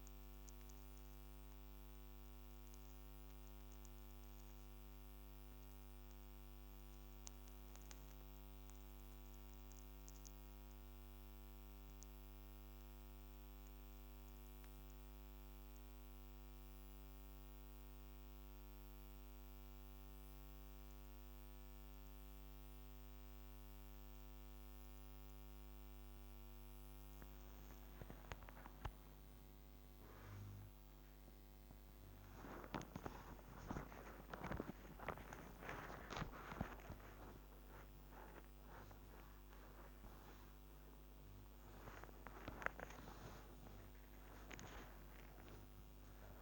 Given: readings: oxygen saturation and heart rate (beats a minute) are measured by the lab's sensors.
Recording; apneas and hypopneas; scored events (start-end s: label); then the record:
a person partly awake in a sleep study, by a microphone on the trachea; 1
14.00-25.50 s: obstructive apnea (oxygen 98% before, 96% lowest, heart rate 113 before, 30 extreme, up 0 after)
34.50-46.42 s: new sleep stage, awake
From the record:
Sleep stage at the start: N2 (light sleep); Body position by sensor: upright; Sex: female